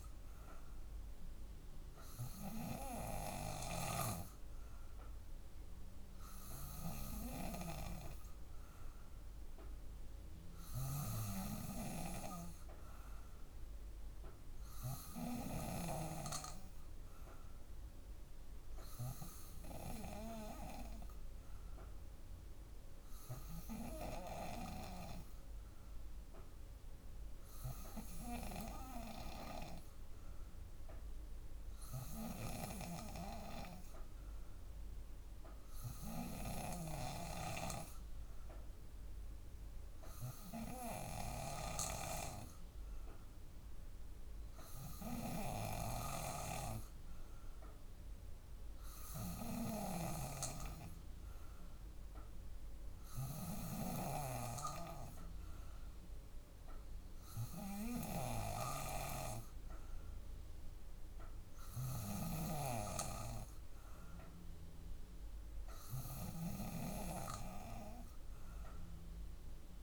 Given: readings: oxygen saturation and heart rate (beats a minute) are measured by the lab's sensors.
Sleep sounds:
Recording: breathing in sleep by a room microphone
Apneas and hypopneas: none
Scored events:
0.00-7.00 s: drop in pulse transit time (device-marked, heart rate 59 extreme)
10.00-15.50 s: snoring (device-marked)
From the record:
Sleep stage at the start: N2 (light sleep)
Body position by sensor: on the back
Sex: female

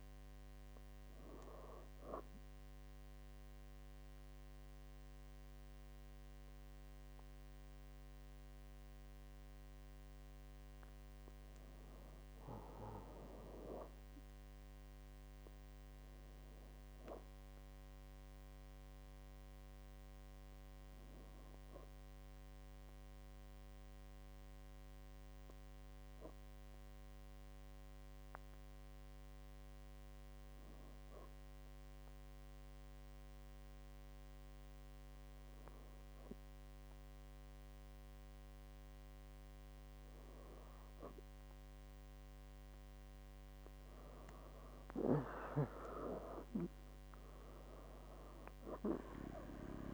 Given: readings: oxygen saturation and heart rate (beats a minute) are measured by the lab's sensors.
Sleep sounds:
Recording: breathing in sleep by a microphone on the trachea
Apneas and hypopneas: 2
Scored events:
2.00-12.00 s: obstructive apnea (oxygen 98% before, 96% lowest, heart rate 68 before, 63 extreme, up 10 after)
13.50-17.50 s: arousal
21.00-40.00 s: hypopnea (oxygen 97% before, 97% lowest, heart rate 66 before, 64 extreme, up 13 after)
43.50-48.00 s: arousal
From the record:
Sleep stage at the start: N2 (light sleep)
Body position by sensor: on the back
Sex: female

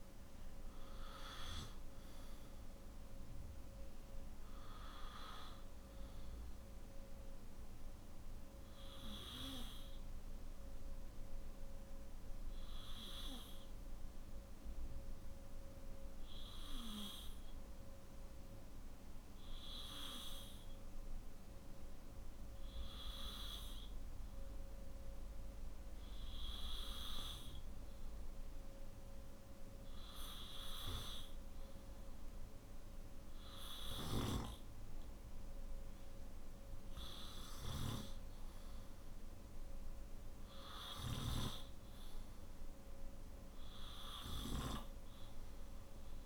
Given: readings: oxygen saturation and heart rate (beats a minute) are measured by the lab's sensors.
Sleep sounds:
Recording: breathing in sleep by a room microphone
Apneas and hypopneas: 1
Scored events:
0.00-19.00 s: oxygen desaturation (device-marked, oxygen 93% lowest, heart rate 49 extreme)
10.50-27.50 s: obstructive apnea (oxygen 97% before, 94% lowest, heart rate 55 before, 51 extreme, up 2 after)
From the record:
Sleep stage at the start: N3 (deep sleep)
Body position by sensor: on the back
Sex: male

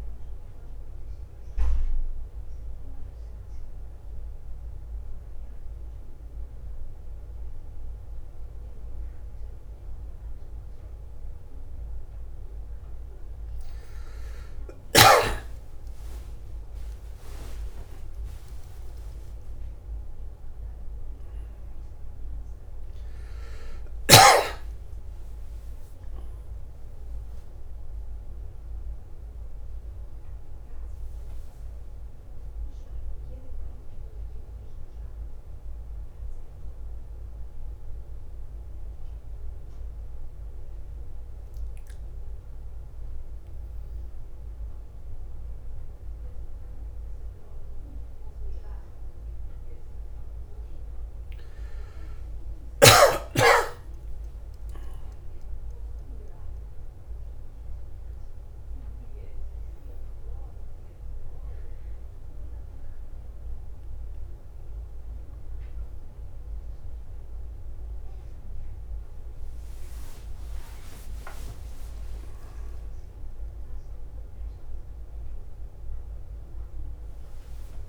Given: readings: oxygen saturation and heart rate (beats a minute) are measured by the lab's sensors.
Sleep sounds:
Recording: a person awake in a sleep study, by a room microphone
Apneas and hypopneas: 1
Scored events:
2.50-4.50 s: bradycardia (device-marked, heart rate 59 before, 61 extreme)
4.00-15.00 s: mixed apnea (oxygen 97% before, 95% lowest, heart rate 59 before, 55 extreme, up 56 after)
11.50-13.50 s: bradycardia (device-marked, heart rate 60 before, 65 extreme)
14.50-77.89 s: new sleep stage, awake
17.50-19.50 s: tachycardia (device-marked, heart rate 60 before, 95 extreme)
18.00-20.00 s: long interval between heartbeats (device-marked, heart rate 62 before, 89 extreme)
33.50-35.50 s: long interval between heartbeats (device-marked, heart rate 81 before, 75 extreme)
36.50-46.50 s: bradycardia (device-marked, heart rate 61 before, 57 extreme)
47.50-53.50 s: bradycardia (device-marked, heart rate 61 before, 59 extreme)
68.00-70.00 s: long interval between heartbeats (device-marked, heart rate 60 before, 69 extreme)
69.50-74.50 s: bradycardia (device-marked, heart rate 61 before, 56 extreme)
From the record:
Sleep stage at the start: N2 (light sleep)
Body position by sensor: on the back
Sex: male

